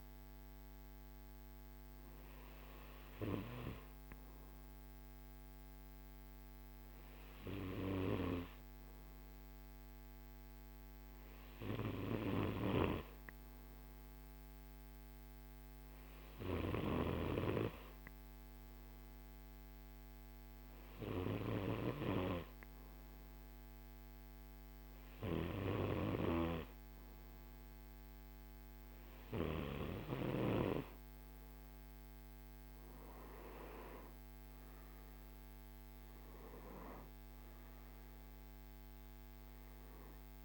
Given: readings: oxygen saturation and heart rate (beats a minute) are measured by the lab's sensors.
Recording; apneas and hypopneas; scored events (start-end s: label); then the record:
breathing in sleep by a microphone on the trachea; none
none scored
From the record:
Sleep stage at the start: N2 (light sleep); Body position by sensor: on the right side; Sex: male